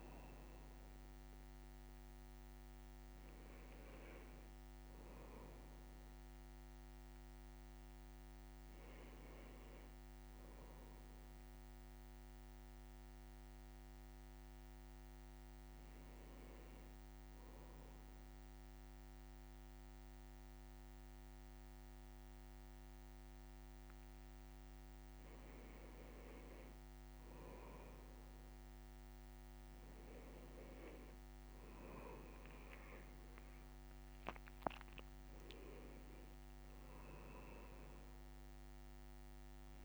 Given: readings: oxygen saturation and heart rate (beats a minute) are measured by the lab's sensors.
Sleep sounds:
breathing in sleep by a microphone on the trachea; none
3.50-4.50 s: leg movement (device-marked)
24.00-25.50 s: leg movement (device-marked)
26.00-28.00 s: leg movement (device-marked)
From the record:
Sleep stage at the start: N1 (lightest sleep); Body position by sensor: on the left side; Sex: male

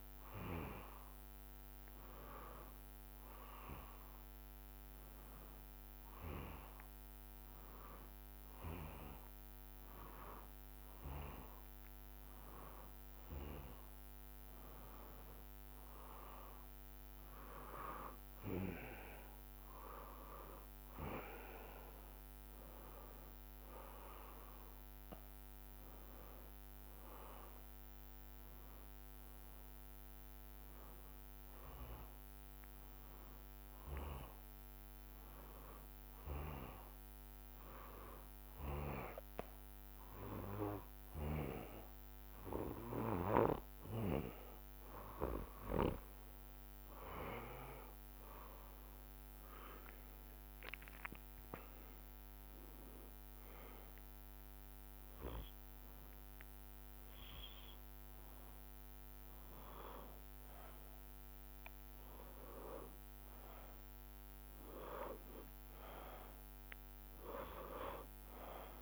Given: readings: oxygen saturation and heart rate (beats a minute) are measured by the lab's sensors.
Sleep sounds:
breathing in sleep by a microphone on the trachea; 2
3.00-15.50 s: hypopnea (oxygen 97% before, 93% lowest, heart rate 61 before, 59 extreme, up 1 after)
18.00-21.50 s: arousal
34.50-45.00 s: hypopnea (oxygen 97% before, 93% lowest, heart rate 61 before, 61 extreme, up 7 after)
48.50-53.00 s: arousal
From the record:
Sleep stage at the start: N2 (light sleep); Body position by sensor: on the back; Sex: male

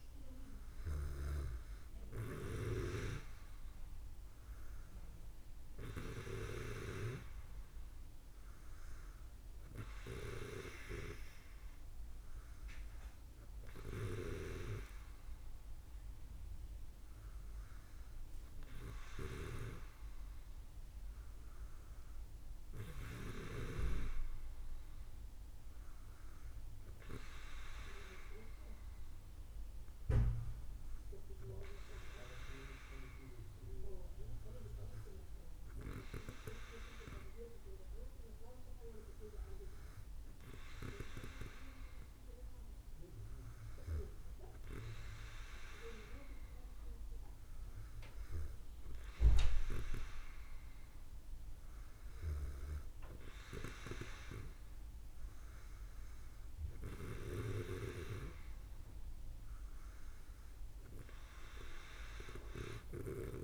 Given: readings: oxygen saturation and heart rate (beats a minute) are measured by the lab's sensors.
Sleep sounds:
breathing in sleep by a room microphone; none
0.00-1.00 s: arousal
From the record:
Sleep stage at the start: N2 (light sleep); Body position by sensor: on the back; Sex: female

